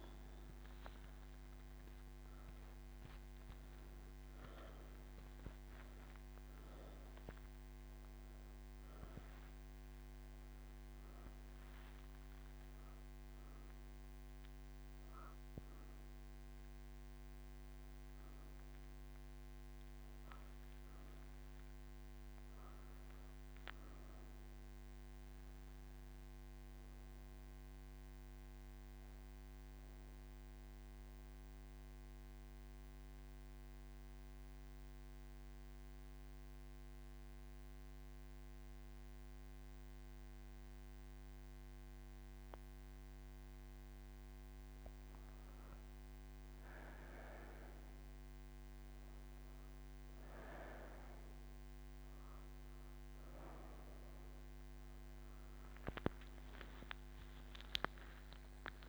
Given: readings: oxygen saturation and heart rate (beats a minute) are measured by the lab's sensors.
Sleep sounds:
breathing in sleep, hard to hear, by a microphone on the trachea; 1
0.00-7.00 s: oxygen desaturation (device-marked, oxygen 93% lowest)
9.00-16.00 s: oxygen desaturation (device-marked, oxygen 99% before, 95% lowest)
30.50-44.50 s: mixed apnea (oxygen 99% before, 95% lowest)
From the record:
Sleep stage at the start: N1 (lightest sleep); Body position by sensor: on the right side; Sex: female

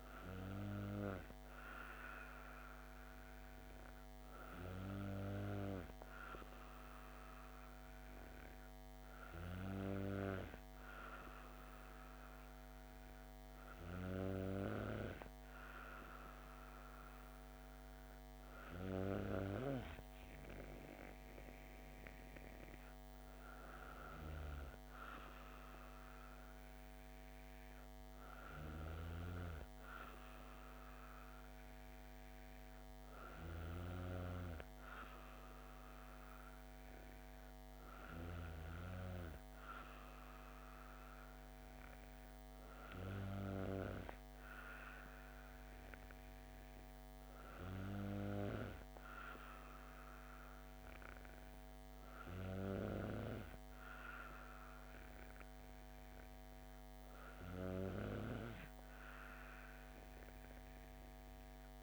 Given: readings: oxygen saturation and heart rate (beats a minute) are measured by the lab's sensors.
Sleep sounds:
breathing in sleep by a microphone on the trachea; none
none scored
From the record:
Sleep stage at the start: N2 (light sleep); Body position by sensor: on the back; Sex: female

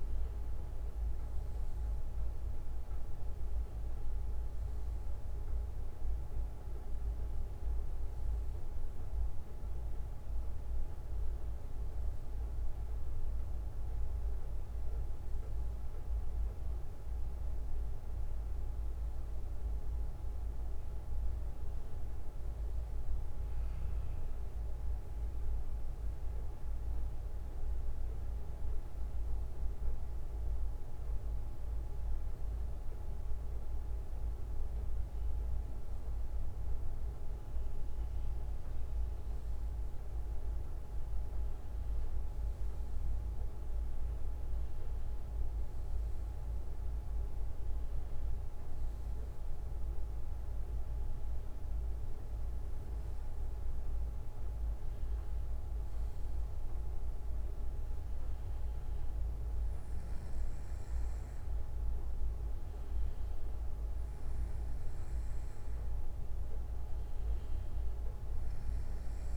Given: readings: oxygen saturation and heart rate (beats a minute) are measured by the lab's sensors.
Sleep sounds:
breathing in sleep, hard to hear, by a room microphone; none
12.00-15.00 s: bradycardia (device-marked, heart rate 63 before, 60 extreme)
17.00-23.00 s: bradycardia (device-marked, heart rate 63 before, 58 extreme)
From the record:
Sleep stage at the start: N1 (lightest sleep); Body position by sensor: on the back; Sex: male

